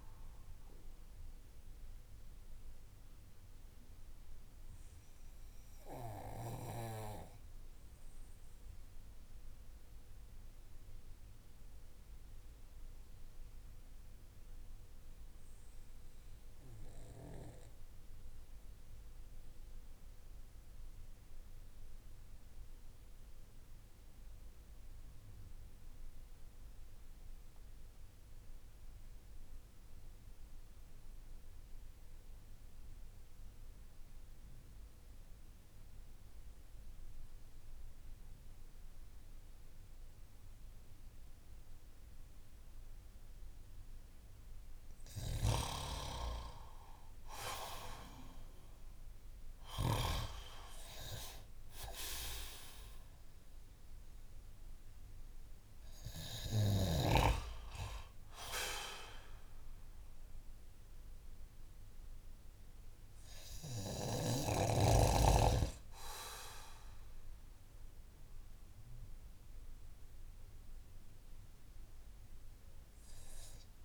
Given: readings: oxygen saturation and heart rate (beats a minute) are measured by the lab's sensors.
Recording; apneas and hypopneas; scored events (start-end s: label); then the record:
breathing in sleep by a room microphone; 1
3.00-43.50 s: obstructive apnea (oxygen 97% before, 90% lowest)
32.00-61.00 s: oxygen desaturation (device-marked, oxygen 98% before, 91% lowest)
44.50-49.50 s: snoring (device-marked)
46.00-50.00 s: arousal
From the record:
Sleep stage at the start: N2 (light sleep); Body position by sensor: on the back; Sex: male